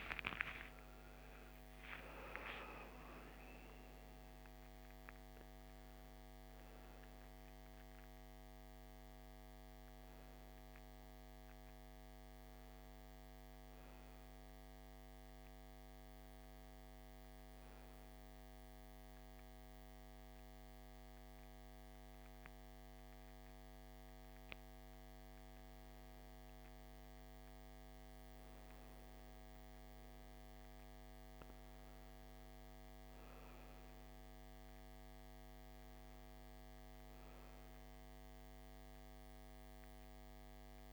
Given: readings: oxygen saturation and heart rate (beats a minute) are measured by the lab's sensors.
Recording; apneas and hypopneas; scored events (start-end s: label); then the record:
breathing in sleep, hard to hear, by a microphone on the trachea; 1
0.00-3.50 s: arousal
1.50-16.50 s: oxygen desaturation (device-marked, oxygen 95% before, 90% lowest, heart rate 61 before, 57 extreme)
14.00-24.00 s: hypopnea (oxygen 96% before, 92% lowest, heart rate 68 before, 57 extreme)
26.00-30.00 s: arousal
From the record:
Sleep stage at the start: N2 (light sleep); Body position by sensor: on the back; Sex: male